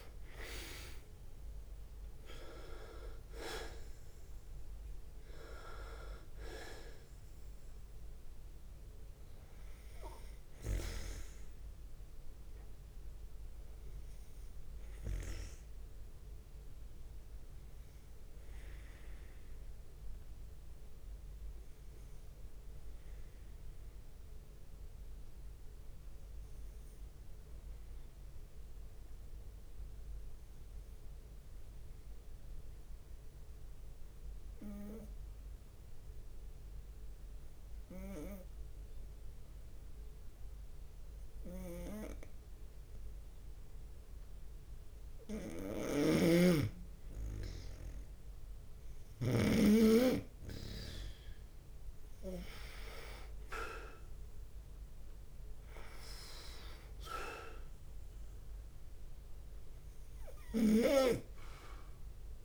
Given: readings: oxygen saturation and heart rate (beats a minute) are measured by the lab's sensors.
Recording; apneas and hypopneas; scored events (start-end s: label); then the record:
breathing in sleep by a room microphone; 1
0.00-2.50 s: leg movement (device-marked)
0.00-9.50 s: drop in pulse transit time (device-marked, heart rate 68 extreme)
0.00-25.50 s: oxygen desaturation (device-marked, oxygen 91% lowest, heart rate 62 extreme)
3.00-4.50 s: leg movement (device-marked)
20.50-22.50 s: long interval between heartbeats (device-marked, heart rate 67 before, 80 extreme)
21.50-45.50 s: obstructive apnea (oxygen 97% before, 92% lowest, heart rate 67 before, 62 extreme, up 5 after)
36.50-40.00 s: leg movement (device-marked)
44.50-46.00 s: leg movement (device-marked)
46.00-50.00 s: snoring (device-marked)
46.50-50.50 s: arousal
46.50-62.44 s: oxygen desaturation (device-marked, oxygen 98% before, 92% lowest, heart rate 66 before, 64 extreme)
48.00-51.50 s: leg movement (device-marked)
48.50-62.44 s: drop in pulse transit time (device-marked, heart rate 65 before, 67 extreme)
53.00-55.00 s: leg movement (device-marked)
From the record:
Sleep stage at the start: N2 (light sleep); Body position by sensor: on the right side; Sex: male